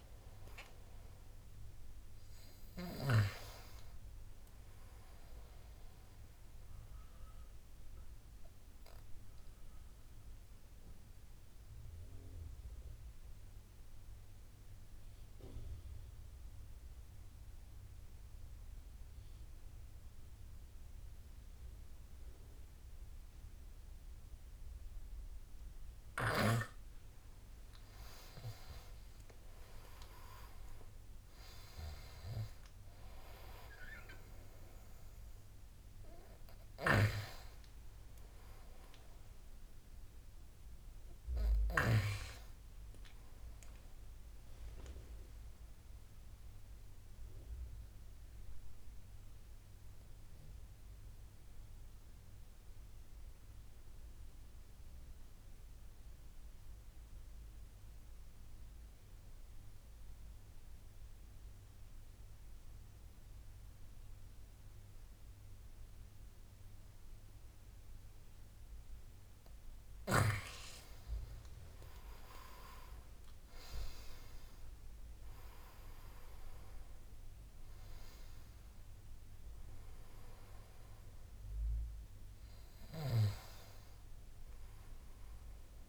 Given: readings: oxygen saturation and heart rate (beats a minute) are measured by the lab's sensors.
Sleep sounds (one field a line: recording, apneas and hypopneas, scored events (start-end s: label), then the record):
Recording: breathing in sleep by a room microphone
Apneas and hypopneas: 2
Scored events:
6.50-23.50 s: oxygen desaturation (device-marked, oxygen 98% before, 94% lowest, heart rate 76 before, 69 extreme)
8.00-25.00 s: obstructive apnea (oxygen 99% before, 90% lowest, heart rate 76 before, 69 extreme, up 12 after)
27.00-30.50 s: arousal
31.50-41.50 s: oxygen desaturation (device-marked, oxygen 98% before, 94% lowest, heart rate 74 before, 70 extreme)
46.50-56.50 s: oxygen desaturation (device-marked, oxygen 95% before, 92% lowest, heart rate 80 before, 70 extreme)
47.50-68.50 s: obstructive apnea (oxygen 98% before, 90% lowest, heart rate 80 before, 70 extreme, up 11 after)
70.50-85.89 s: oxygen desaturation (device-marked, oxygen 98% before, 90% lowest, heart rate 74 before, 70 extreme)
72.00-76.00 s: arousal
From the record:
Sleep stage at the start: N2 (light sleep)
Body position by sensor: on the right side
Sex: male